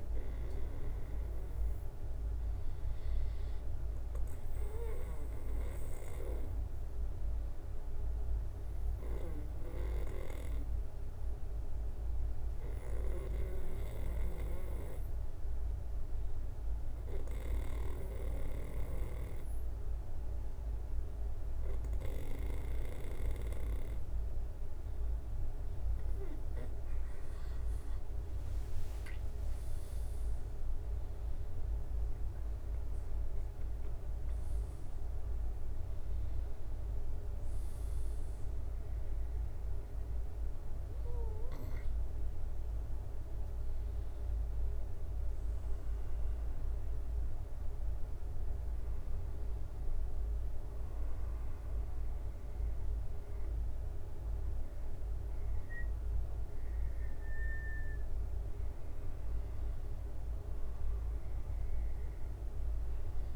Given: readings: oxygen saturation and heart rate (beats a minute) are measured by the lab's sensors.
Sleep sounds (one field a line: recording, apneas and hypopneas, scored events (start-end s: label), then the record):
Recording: breathing in sleep by a room microphone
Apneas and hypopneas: 1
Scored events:
10.00-23.00 s: obstructive apnea (oxygen 96% before, 94% lowest, heart rate 70 before, 66 extreme, up 6 after)
27.50-40.50 s: drop in pulse transit time (device-marked, heart rate 68 before, 68 extreme)
28.00-32.50 s: arousal
From the record:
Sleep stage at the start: N2 (light sleep)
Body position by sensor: on the back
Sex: male